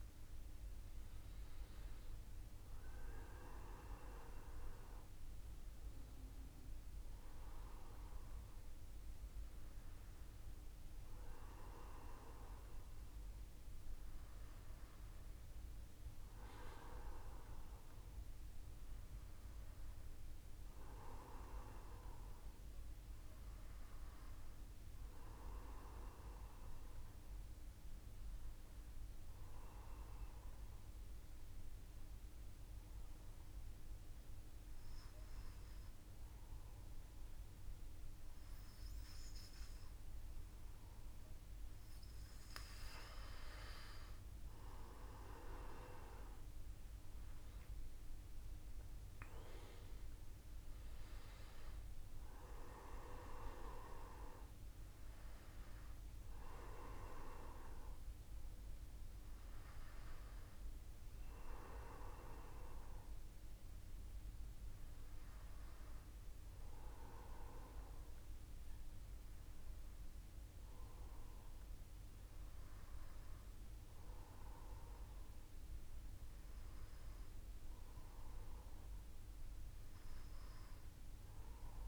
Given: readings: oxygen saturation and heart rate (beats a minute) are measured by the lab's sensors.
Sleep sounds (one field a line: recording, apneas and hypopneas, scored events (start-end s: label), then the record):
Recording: breathing in sleep by a room microphone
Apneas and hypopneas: 1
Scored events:
20.00-24.00 s: arousal
29.00-40.50 s: obstructive apnea (oxygen 96% before, 91% lowest, heart rate 58 before, 55 extreme, up 2 after)
42.50-47.00 s: arousal
48.00-75.00 s: oxygen desaturation (device-marked, oxygen 96% before, 91% lowest, heart rate 56 before, 54 extreme)
From the record:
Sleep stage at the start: N2 (light sleep)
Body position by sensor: on the back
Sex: male